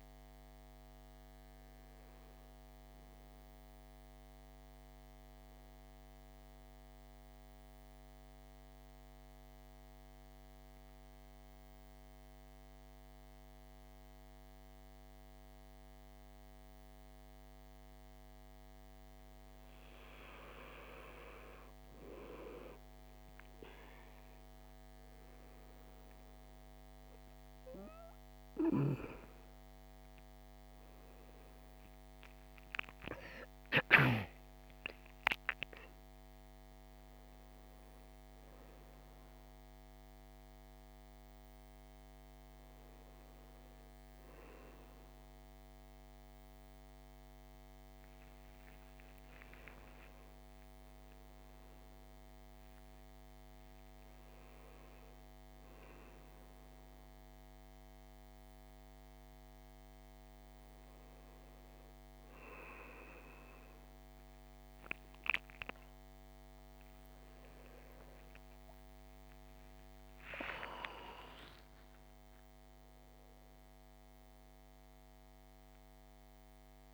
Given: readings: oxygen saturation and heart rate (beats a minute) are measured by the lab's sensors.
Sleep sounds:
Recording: a person partly awake in a sleep study, by a microphone on the trachea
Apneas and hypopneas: 1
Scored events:
0.00-19.50 s: oxygen desaturation (device-marked, oxygen 89% lowest, heart rate 51 extreme)
2.50-20.00 s: obstructive apnea (oxygen 98% before, 89% lowest, heart rate 60 before, 52 extreme, up 6 after)
25.50-49.50 s: oxygen desaturation (device-marked, oxygen 99% before, 90% lowest, heart rate 55 before, 60 extreme)
28.50-58.50 s: new sleep stage, awake
58.50-76.94 s: new sleep stage, N1 (lightest sleep)
From the record:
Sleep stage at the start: N2 (light sleep)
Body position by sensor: on the back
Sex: male

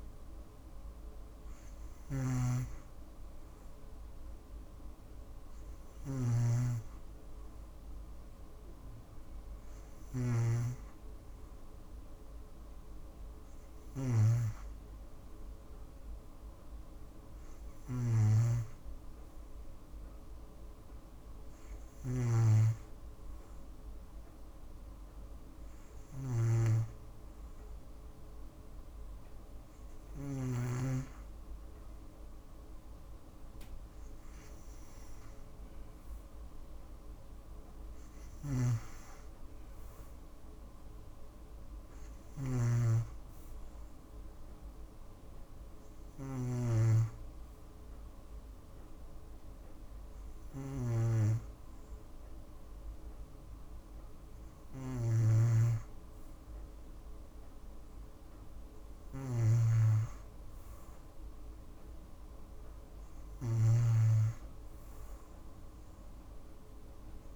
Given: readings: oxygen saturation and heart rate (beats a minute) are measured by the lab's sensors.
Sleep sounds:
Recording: breathing in sleep by a room microphone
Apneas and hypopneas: none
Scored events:
1.50-10.00 s: snoring (device-marked)
17.50-26.00 s: snoring (device-marked)
54.50-63.50 s: snoring (device-marked)
From the record:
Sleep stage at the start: N2 (light sleep)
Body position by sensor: on the back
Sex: female

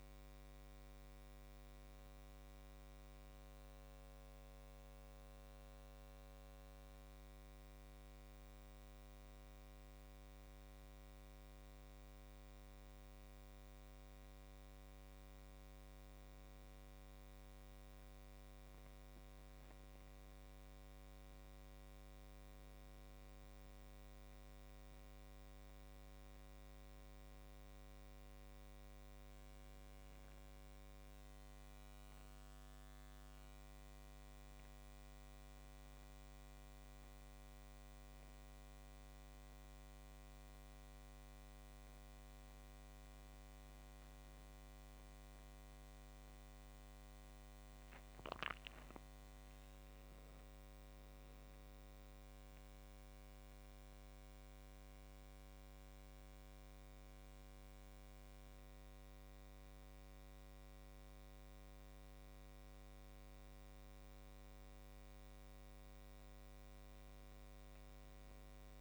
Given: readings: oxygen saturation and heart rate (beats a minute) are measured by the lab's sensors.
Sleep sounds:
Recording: a person awake in a sleep study, hard to hear, by a microphone on the trachea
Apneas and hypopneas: none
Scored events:
none scored
From the record:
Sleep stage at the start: awake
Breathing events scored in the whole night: 152 in 6.6 hours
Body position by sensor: on the back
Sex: male

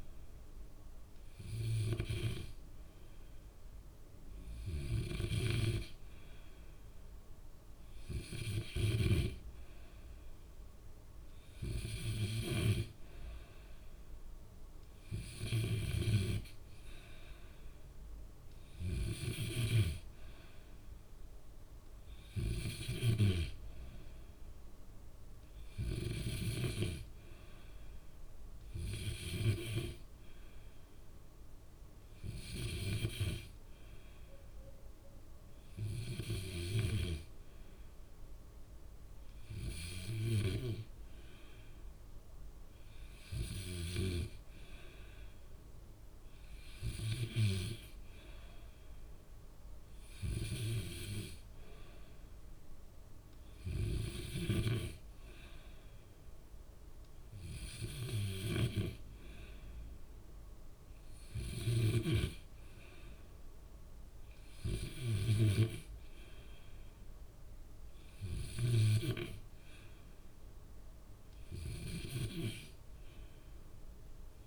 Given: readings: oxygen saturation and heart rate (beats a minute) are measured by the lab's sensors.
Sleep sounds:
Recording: breathing in sleep by a room microphone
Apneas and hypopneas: none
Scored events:
none scored
From the record:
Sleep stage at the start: N2 (light sleep)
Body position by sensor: on the back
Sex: male

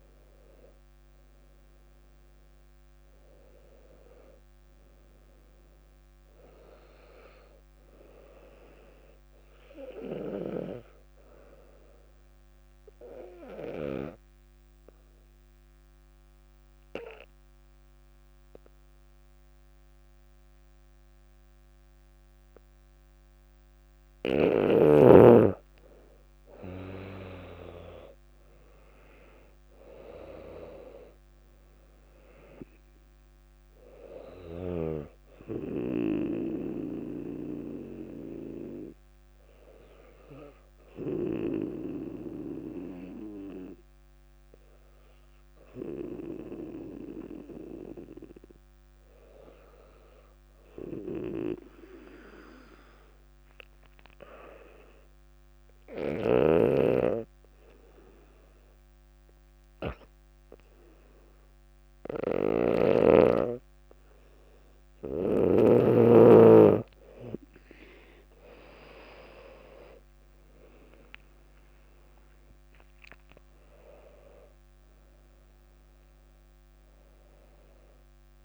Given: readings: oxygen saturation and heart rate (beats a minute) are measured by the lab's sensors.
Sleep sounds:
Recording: breathing in sleep by a microphone on the trachea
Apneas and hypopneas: 2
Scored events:
12.50-24.50 s: obstructive apnea (oxygen 98% before, 94% lowest, heart rate 64 before, 60 extreme, up 6 after)
26.50-30.00 s: arousal
28.00-51.00 s: oxygen desaturation (device-marked, oxygen 99% before, 94% lowest, heart rate 60 before, 60 extreme)
36.00-65.00 s: hypopnea (oxygen 99% before, 94% lowest, heart rate 63 before, 58 extreme, up 2 after)
69.50-74.50 s: arousal
72.00-78.45 s: oxygen desaturation (device-marked, oxygen 98% before, 95% lowest, heart rate 64 before, 58 extreme)
From the record:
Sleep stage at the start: N2 (light sleep)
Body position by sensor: on the back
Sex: female

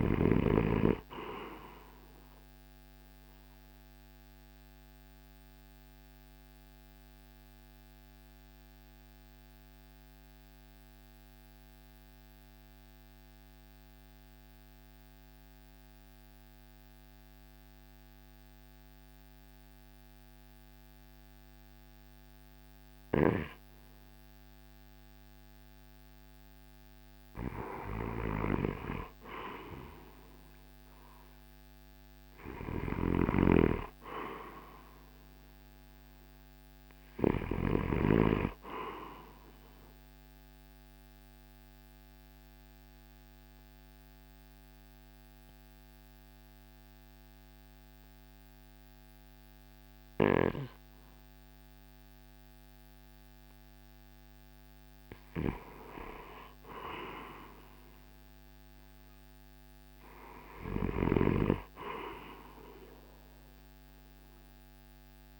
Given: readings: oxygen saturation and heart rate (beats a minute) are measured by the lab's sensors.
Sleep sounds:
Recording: breathing in sleep by a microphone on the trachea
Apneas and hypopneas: 2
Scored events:
2.50-25.50 s: obstructive apnea (oxygen 95% before, 86% lowest, heart rate 59 before, 51 extreme, up 7 after)
4.00-19.00 s: oxygen desaturation (device-marked, oxygen 95% before, 89% lowest, heart rate 60 before, 51 extreme)
29.50-34.50 s: arousal
32.50-38.00 s: snoring (device-marked)
40.50-53.00 s: obstructive apnea (oxygen 96% before, 86% lowest, heart rate 57 before, 53 extreme, up 4 after)
52.00-65.00 s: oxygen desaturation (device-marked, oxygen 95% before, 86% lowest, heart rate 58 before, 53 extreme)
54.50-58.50 s: arousal
60.50-65.40 s: snoring (device-marked)
From the record:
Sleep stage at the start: REM sleep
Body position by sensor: on the right side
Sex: male

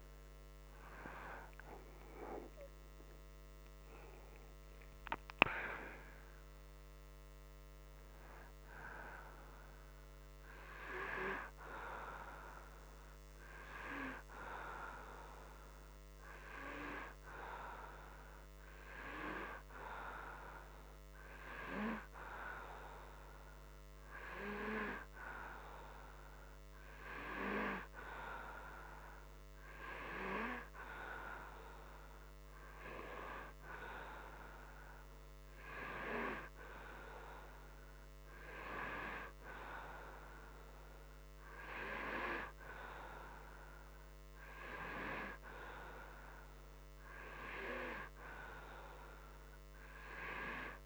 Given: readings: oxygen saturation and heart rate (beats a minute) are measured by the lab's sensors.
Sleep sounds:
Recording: breathing in sleep by a microphone on the trachea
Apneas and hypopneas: none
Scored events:
4.50-8.50 s: arousal
From the record:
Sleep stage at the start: N2 (light sleep)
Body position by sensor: upright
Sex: male

